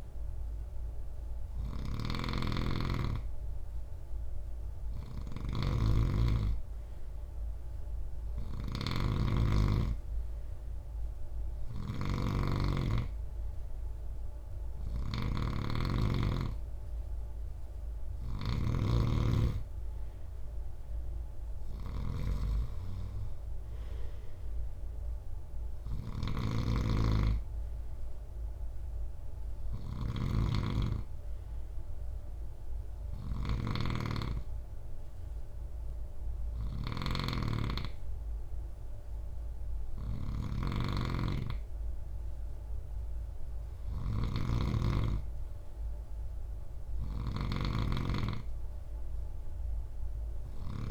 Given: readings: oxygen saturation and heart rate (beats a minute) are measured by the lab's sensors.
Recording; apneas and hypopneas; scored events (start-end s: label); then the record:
breathing in sleep by a room microphone; none
0.00-50.91 s: snoring (device-marked)
From the record:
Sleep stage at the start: N3 (deep sleep); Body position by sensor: on the right side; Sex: male